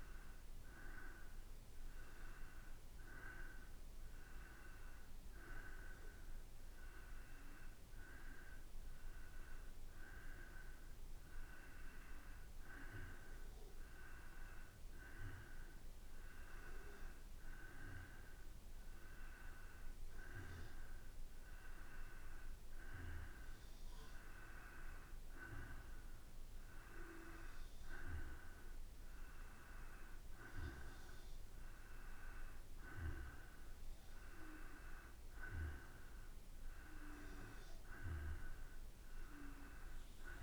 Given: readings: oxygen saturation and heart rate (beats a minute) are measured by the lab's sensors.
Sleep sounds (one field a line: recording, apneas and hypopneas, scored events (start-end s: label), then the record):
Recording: breathing in sleep by a room microphone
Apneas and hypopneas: none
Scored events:
none scored
From the record:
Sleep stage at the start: N2 (light sleep)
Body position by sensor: on the back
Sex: male